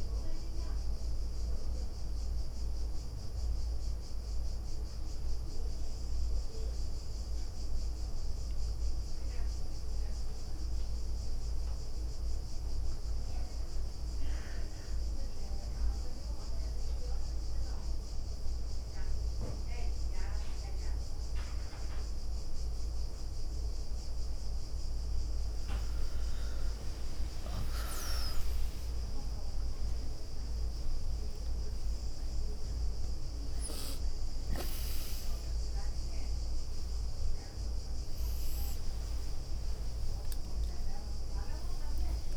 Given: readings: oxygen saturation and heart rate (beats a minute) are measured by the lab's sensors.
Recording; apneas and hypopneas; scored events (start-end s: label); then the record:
a person awake in a sleep study, hard to hear, by a room microphone; 1
6.00-18.00 s: hypopnea (oxygen 96% before, 94% lowest, heart rate 70 before, 72 extreme)
21.00-42.37 s: new sleep stage, awake
26.00-33.00 s: leg movement (device-marked)
32.50-34.50 s: long interval between heartbeats (device-marked, heart rate 74 before, 89 extreme)
From the record:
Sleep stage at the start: N2 (light sleep); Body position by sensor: on the right side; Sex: female